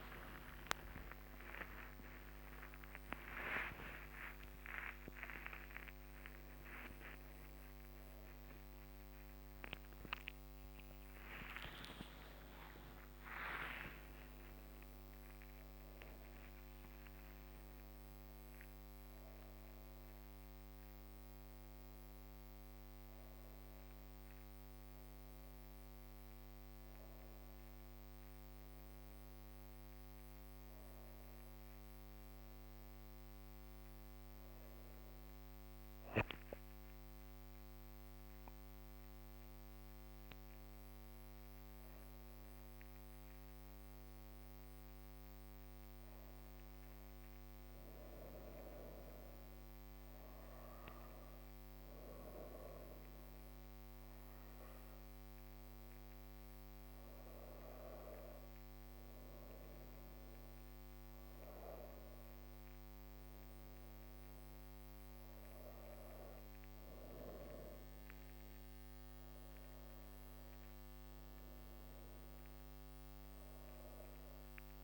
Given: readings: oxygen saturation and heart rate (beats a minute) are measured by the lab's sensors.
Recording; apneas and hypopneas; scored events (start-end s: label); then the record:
a person awake in a sleep study, by a microphone on the trachea; none
0.00-14.00 s: oxygen desaturation (device-marked, oxygen 93% lowest, heart rate 59 extreme)
50.00-74.84 s: new sleep stage, N1 (lightest sleep)
From the record:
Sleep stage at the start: awake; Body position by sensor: on the back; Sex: female